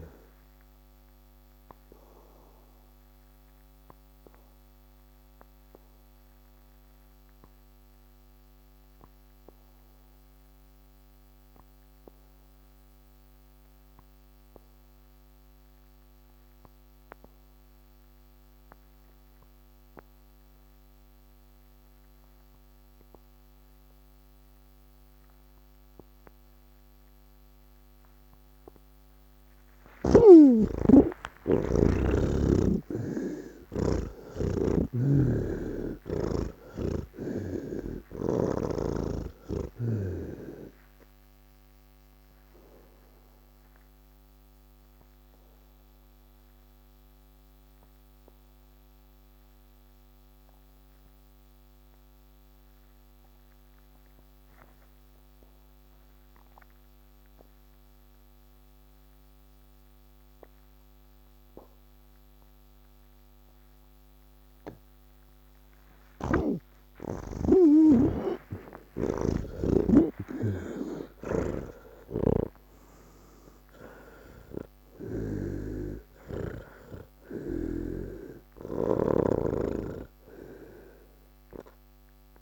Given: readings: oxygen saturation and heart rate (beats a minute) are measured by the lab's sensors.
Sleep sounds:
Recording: breathing in sleep by a microphone on the trachea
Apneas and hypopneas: 2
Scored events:
0.00-13.50 s: oxygen desaturation (device-marked, oxygen 86% lowest, heart rate 115 extreme)
1.00-29.50 s: obstructive apnea (oxygen 99% before, 79% lowest, heart rate 136 before, 89 extreme, up 52 after)
20.50-56.50 s: oxygen desaturation (device-marked, oxygen 98% before, 79% lowest, heart rate 179 before, 55 extreme)
35.00-38.50 s: snoring (device-marked)
44.50-65.00 s: obstructive apnea (oxygen 98% before, 79% lowest, heart rate 133 before, 48 extreme)
61.50-82.42 s: oxygen desaturation (device-marked, oxygen 98% before, 80% lowest, heart rate 141 before, 48 extreme)
66.00-78.00 s: snoring (device-marked)
From the record:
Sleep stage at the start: N1 (lightest sleep)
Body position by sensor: on the back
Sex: male

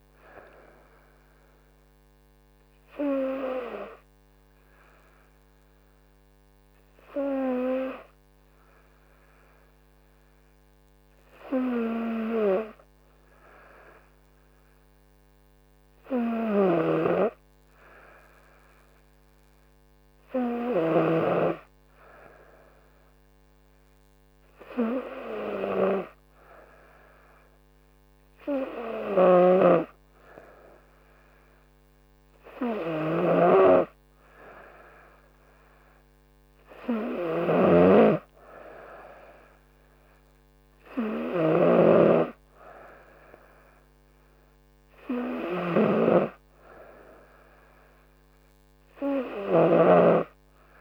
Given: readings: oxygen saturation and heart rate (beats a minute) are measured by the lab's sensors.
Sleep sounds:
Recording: breathing in sleep by a microphone on the trachea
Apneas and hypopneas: 1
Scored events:
2.00-16.00 s: hypopnea (oxygen 97% before, 95% lowest, heart rate 71 before, 68 extreme, up 5 after)
19.50-23.00 s: arousal
From the record:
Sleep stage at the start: N2 (light sleep)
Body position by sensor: on the front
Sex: female

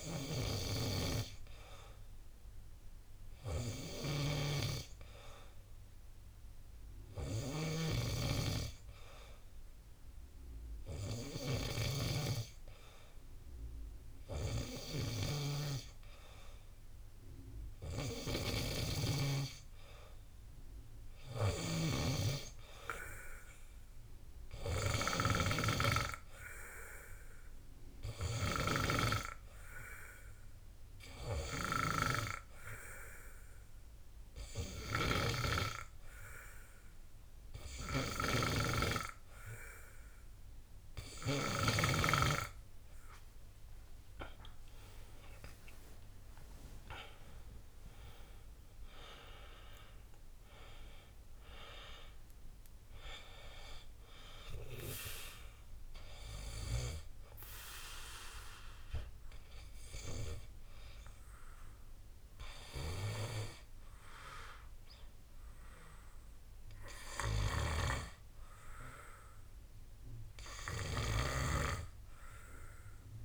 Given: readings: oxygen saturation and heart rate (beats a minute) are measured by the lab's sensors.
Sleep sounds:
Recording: breathing in sleep by a room microphone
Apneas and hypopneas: none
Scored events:
4.00-19.50 s: snoring (device-marked)
38.50-42.00 s: snoring (device-marked)
44.00-47.50 s: arousal
From the record:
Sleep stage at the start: N2 (light sleep)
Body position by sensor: on the back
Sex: male

